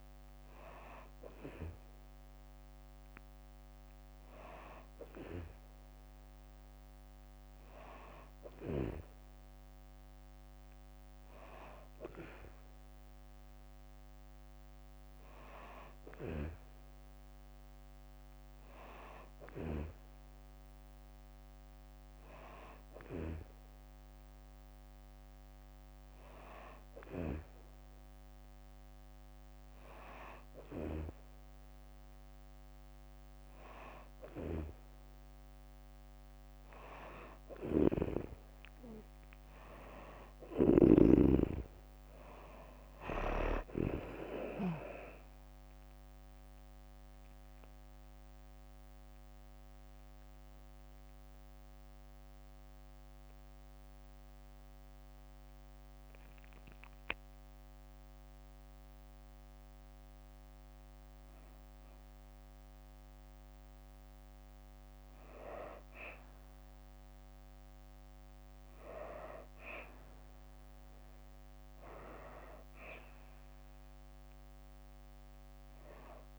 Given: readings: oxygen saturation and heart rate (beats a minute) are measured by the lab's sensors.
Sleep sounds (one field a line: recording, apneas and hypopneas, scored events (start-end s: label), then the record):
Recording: breathing in sleep by a microphone on the trachea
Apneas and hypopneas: 1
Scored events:
19.00-23.00 s: snoring (device-marked)
33.50-76.39 s: new sleep stage, N2 (light sleep)
37.00-43.50 s: snoring (device-marked)
40.50-45.00 s: arousal
42.50-57.50 s: drop in pulse transit time (device-marked, heart rate 71 before, 65 extreme)
50.50-60.50 s: obstructive apnea (oxygen 94% before, 92% lowest, heart rate 75 before, 65 extreme, up 2 after)
62.00-65.00 s: arousal
70.50-76.39 s: oxygen desaturation (device-marked, oxygen 97% before, 92% lowest, heart rate 67 before, 67 extreme)
From the record:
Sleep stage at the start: N3 (deep sleep)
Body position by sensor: on the back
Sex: female